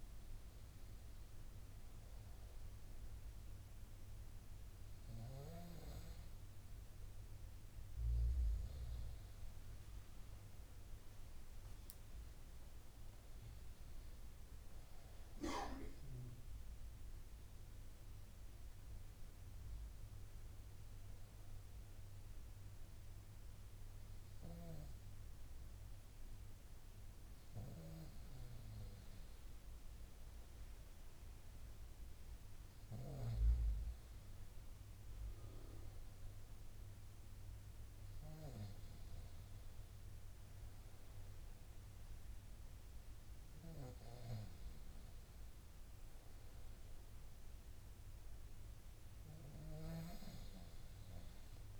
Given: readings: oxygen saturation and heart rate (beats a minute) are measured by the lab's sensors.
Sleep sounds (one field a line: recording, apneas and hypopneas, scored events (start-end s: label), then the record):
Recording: breathing in sleep by a room microphone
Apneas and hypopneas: none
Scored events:
0.00-8.50 s: oxygen desaturation (device-marked, oxygen 95% lowest, heart rate 68 extreme)
From the record:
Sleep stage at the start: N2 (light sleep)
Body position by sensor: on the front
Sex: male